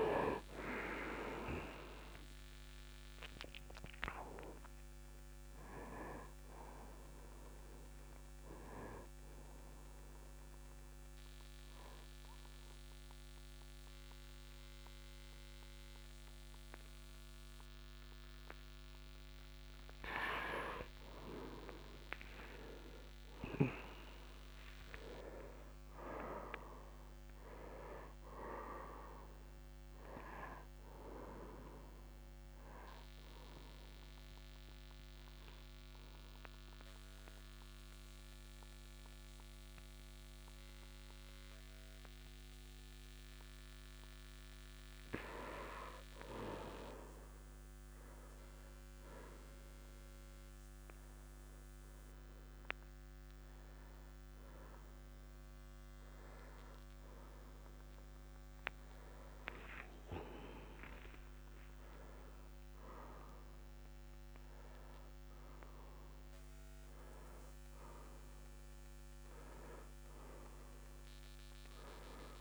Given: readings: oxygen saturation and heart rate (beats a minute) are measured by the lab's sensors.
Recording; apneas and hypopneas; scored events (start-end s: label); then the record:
a person partly awake in a sleep study, by a microphone on the trachea; 2
2.00-62.00 s: new sleep stage, N1 (lightest sleep)
9.00-20.00 s: obstructive apnea (oxygen 99% before, 92% lowest, heart rate 74 before, 68 extreme, up 0 after)
22.00-25.50 s: arousal
33.00-45.00 s: oxygen desaturation (device-marked, oxygen 99% before, 94% lowest, heart rate 69 before, 62 extreme)
33.50-46.50 s: obstructive apnea (oxygen 99% before, 92% lowest, heart rate 69 before, 62 extreme, up 0 after)
53.00-67.00 s: oxygen desaturation (device-marked, oxygen 98% before, 92% lowest, heart rate 67 before, 66 extreme)
62.00-72.41 s: new sleep stage, awake
From the record:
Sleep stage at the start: awake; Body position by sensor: on the right side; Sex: male